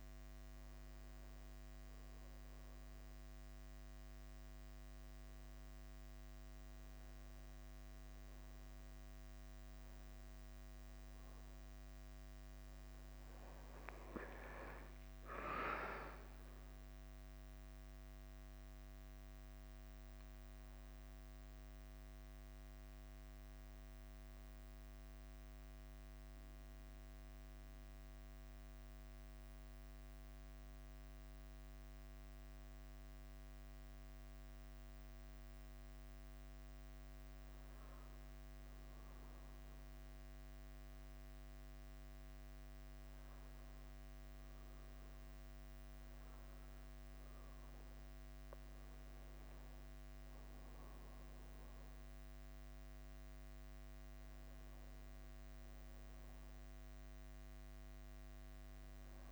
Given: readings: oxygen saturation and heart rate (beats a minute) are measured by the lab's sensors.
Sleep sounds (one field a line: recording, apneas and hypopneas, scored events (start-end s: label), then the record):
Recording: breathing in sleep, hard to hear, by a microphone on the trachea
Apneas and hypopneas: 1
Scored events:
0.00-59.32 s: bradycardia (device-marked, heart rate 45 extreme)
16.50-20.00 s: arousal
23.00-36.50 s: obstructive apnea (oxygen 98% before, 96% lowest, heart rate 52 before, 55 extreme, up 1 after)
46.00-59.32 s: new sleep stage, awake
From the record:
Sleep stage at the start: N1 (lightest sleep)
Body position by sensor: on the back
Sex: male